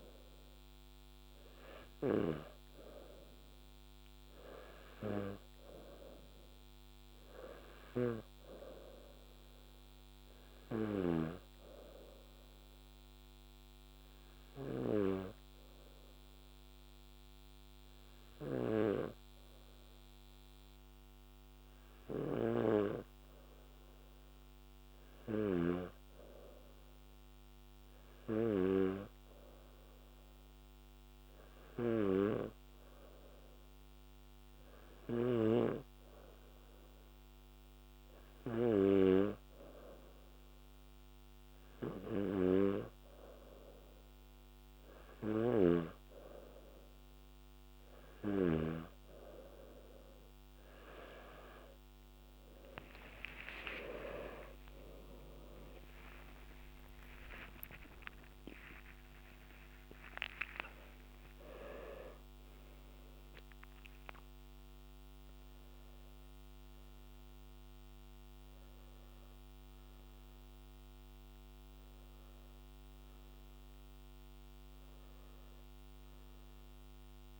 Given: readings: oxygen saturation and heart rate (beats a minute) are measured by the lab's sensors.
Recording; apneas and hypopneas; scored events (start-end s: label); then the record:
breathing in sleep by a microphone on the trachea; 1
11.00-24.50 s: hypopnea (oxygen 95% before, 92% lowest, heart rate 67 before, 59 extreme, up 6 after)
28.50-32.50 s: arousal
53.50-59.00 s: arousal
57.00-59.00 s: long interval between heartbeats (device-marked, heart rate 67 before, 85 extreme)
58.00-77.00 s: oxygen desaturation (device-marked, oxygen 95% before, 92% lowest, heart rate 68 before, 59 extreme)
From the record:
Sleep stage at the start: N2 (light sleep); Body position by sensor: on the back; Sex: male